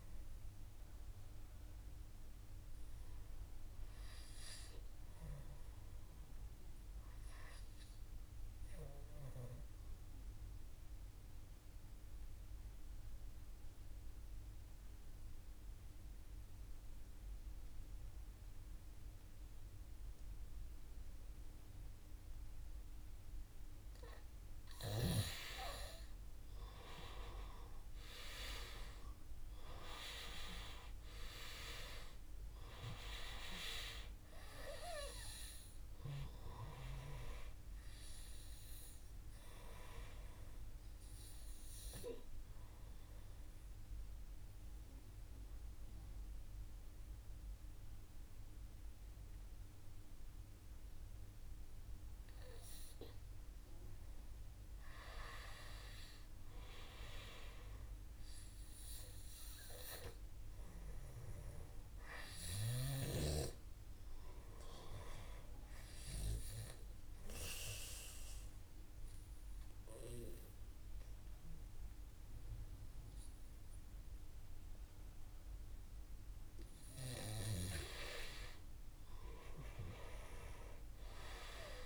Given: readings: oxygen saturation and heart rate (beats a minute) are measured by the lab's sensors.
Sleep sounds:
breathing in sleep by a room microphone; 3
1.00-13.00 s: oxygen desaturation (device-marked, oxygen 97% before, 91% lowest, heart rate 57 before, 55 extreme)
5.50-23.00 s: obstructive apnea (oxygen 97% before, 89% lowest, heart rate 57 before, 55 extreme, up 2 after)
28.00-59.00 s: oxygen desaturation (device-marked, oxygen 97% before, 89% lowest, heart rate 57 before, 55 extreme)
40.50-52.50 s: obstructive apnea (oxygen 97% before, 89% lowest, heart rate 57 before, 55 extreme, up 5 after)
55.00-58.50 s: arousal
65.00-77.00 s: obstructive apnea (oxygen 98% before, 91% lowest, heart rate 57 before, 56 extreme, up 4 after)
69.00-78.00 s: oxygen desaturation (device-marked, oxygen 98% before, 93% lowest, heart rate 58 before, 56 extreme)
79.50-81.86 s: arousal
From the record:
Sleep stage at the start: N2 (light sleep); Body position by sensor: on the back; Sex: male

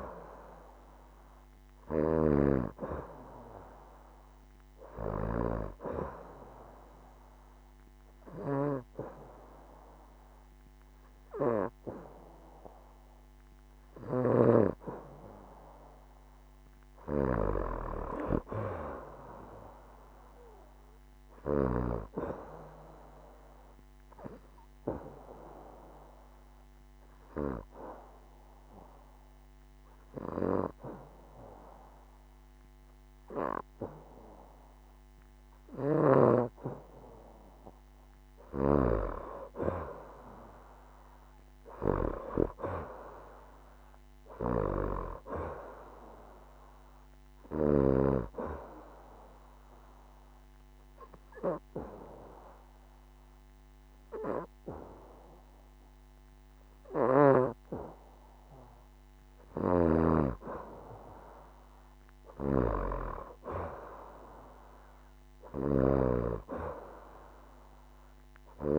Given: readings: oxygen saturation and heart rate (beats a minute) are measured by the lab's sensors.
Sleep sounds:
breathing in sleep by a microphone on the trachea; 3
0.50-3.00 s: arousal
6.50-16.50 s: obstructive apnea (oxygen 93% before, 88% lowest, heart rate 71 before, 65 extreme, up 2 after)
17.00-20.50 s: arousal
24.00-36.50 s: obstructive apnea (oxygen 94% before, 88% lowest, heart rate 72 before, 65 extreme, up 6 after)
28.00-44.00 s: oxygen desaturation (device-marked, oxygen 94% before, 90% lowest, heart rate 71 before, 65 extreme)
38.50-42.50 s: arousal
48.00-59.00 s: obstructive apnea (oxygen 94% before, 88% lowest, heart rate 68 before, 67 extreme, up 3 after)
49.00-62.00 s: oxygen desaturation (device-marked, oxygen 94% before, 88% lowest, heart rate 68 before, 67 extreme)
62.50-66.50 s: arousal
From the record:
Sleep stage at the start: N2 (light sleep); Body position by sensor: on the back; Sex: female

